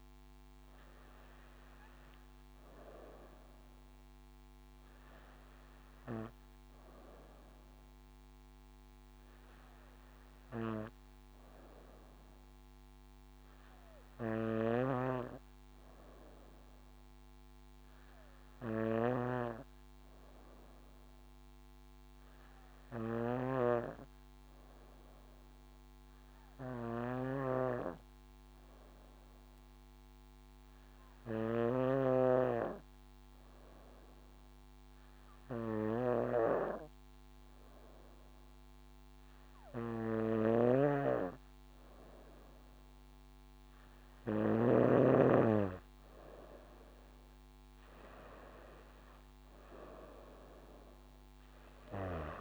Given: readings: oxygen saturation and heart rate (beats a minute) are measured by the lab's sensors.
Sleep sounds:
breathing in sleep by a microphone on the trachea; 1
0.00-3.00 s: drop in pulse transit time (device-marked, heart rate 57 extreme)
14.00-42.50 s: hypopnea (oxygen 98% before, 94% lowest, heart rate 59 before, 55 extreme, up 11 after)
27.00-32.00 s: snoring (device-marked)
40.50-45.00 s: snoring (device-marked)
45.50-48.00 s: leg movement (device-marked)
46.50-52.00 s: arousal
48.00-52.41 s: drop in pulse transit time (device-marked, heart rate 59 before, 58 extreme)
48.50-50.00 s: leg movement (device-marked)
From the record:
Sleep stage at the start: N2 (light sleep); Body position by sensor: on the back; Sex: female

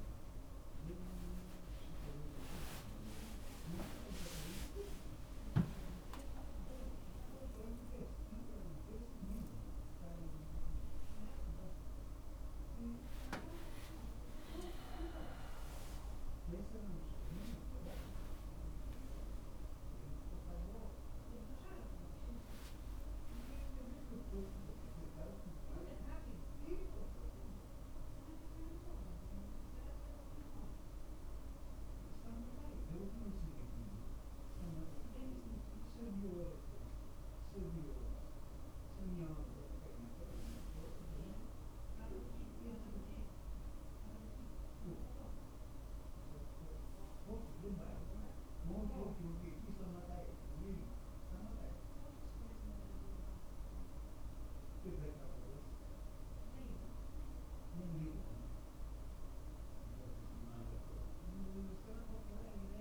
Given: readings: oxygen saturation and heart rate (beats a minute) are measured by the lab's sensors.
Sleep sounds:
a person awake in a sleep study, by a room microphone; none
0.00-3.00 s: drop in pulse transit time (device-marked, heart rate 80 extreme)
4.00-6.00 s: long interval between heartbeats (device-marked, heart rate 121 before, 69 extreme)
14.00-16.00 s: long interval between heartbeats (device-marked, heart rate 102 before, 60 extreme)
15.00-28.00 s: drop in pulse transit time (device-marked, heart rate 96 before, 58 extreme)
19.00-21.00 s: long interval between heartbeats (device-marked, heart rate 73 before, 59 extreme)
24.00-26.00 s: long interval between heartbeats (device-marked, heart rate 64 before, 58 extreme)
From the record:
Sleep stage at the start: awake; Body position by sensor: on the right side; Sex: male

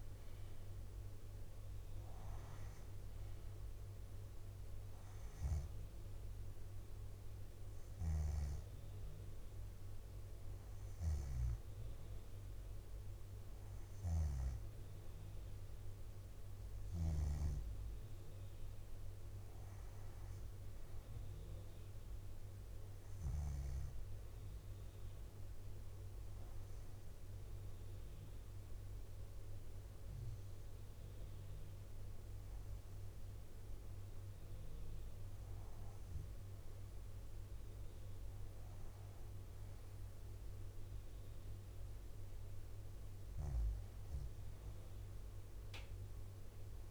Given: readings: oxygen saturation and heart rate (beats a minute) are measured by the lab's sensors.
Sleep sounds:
breathing in sleep, hard to hear, by a room microphone; 1
0.00-2.50 s: leg movement (device-marked)
0.00-8.00 s: drop in pulse transit time (device-marked, heart rate 64 extreme)
8.00-11.50 s: snoring (device-marked)
12.00-46.90 s: new sleep stage, REM sleep
26.00-35.00 s: bradycardia (device-marked, heart rate 64 before, 55 extreme)
26.00-36.50 s: hypopnea (oxygen 95% before, 92% lowest, heart rate 63 before, 55 extreme, up 5 after)
36.00-46.00 s: bradycardia (device-marked, heart rate 64 before, 56 extreme)
40.50-43.50 s: arousal
From the record:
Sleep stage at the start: N2 (light sleep); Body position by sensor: on the back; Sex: female

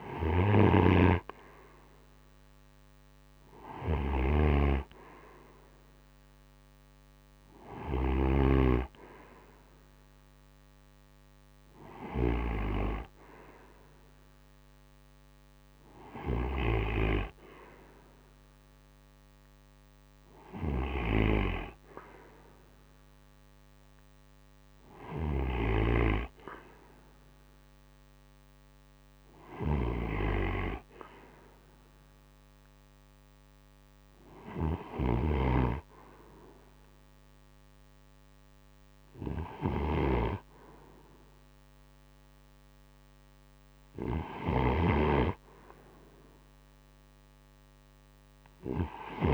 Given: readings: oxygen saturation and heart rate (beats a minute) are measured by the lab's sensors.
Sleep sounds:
breathing in sleep by a microphone on the trachea; none
0.00-11.50 s: snoring (device-marked)
1.00-15.00 s: oxygen desaturation (device-marked, oxygen 89% before, 86% lowest, heart rate 42 before, 54 extreme)
24.50-49.34 s: snoring (device-marked)
47.50-49.34 s: arousal
From the record:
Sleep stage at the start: N2 (light sleep); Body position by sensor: on the right side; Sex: male

